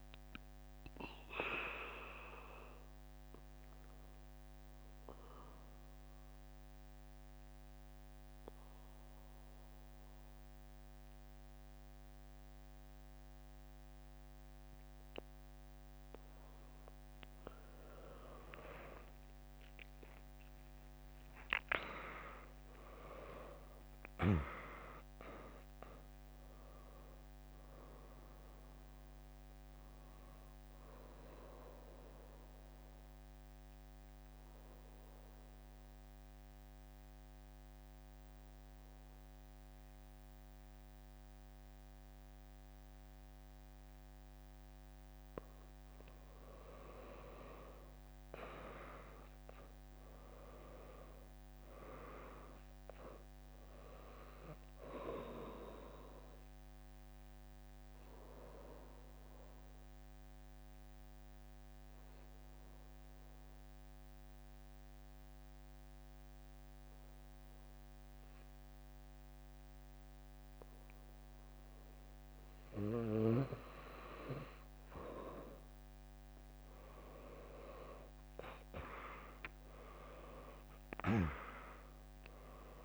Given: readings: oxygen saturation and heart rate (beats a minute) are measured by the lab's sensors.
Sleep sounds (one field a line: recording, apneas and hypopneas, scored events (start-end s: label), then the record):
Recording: breathing in sleep by a microphone on the trachea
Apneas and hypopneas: 3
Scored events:
0.00-2.00 s: arousal
3.50-17.00 s: obstructive apnea (oxygen 100% before, 96% lowest, heart rate 86 before, 60 extreme, up 0 after)
18.50-23.00 s: arousal
23.50-35.50 s: drop in pulse transit time (device-marked, heart rate 76 before, 69 extreme)
24.50-40.50 s: oxygen desaturation (device-marked, oxygen 99% before, 96% lowest, heart rate 76 before, 59 extreme)
31.50-45.50 s: mixed apnea (oxygen 100% before, 96% lowest, heart rate 75 before, 59 extreme)
45.50-47.50 s: bradycardia (device-marked, heart rate 77 before, 65 extreme)
46.00-50.50 s: arousal
58.00-73.00 s: obstructive apnea (oxygen 100% before, 96% lowest, heart rate 69 before, 59 extreme)
60.50-69.50 s: drop in pulse transit time (device-marked, heart rate 67 before, 70 extreme)
73.50-75.50 s: bradycardia (device-marked, heart rate 76 before, 66 extreme)
75.50-80.50 s: arousal
79.50-82.84 s: oxygen desaturation (device-marked, oxygen 100% before, 96% lowest, heart rate 73 before, 58 extreme)
81.50-82.84 s: drop in pulse transit time (device-marked, heart rate 72 before, 66 extreme)
From the record:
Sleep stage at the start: N2 (light sleep)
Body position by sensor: on the back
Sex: female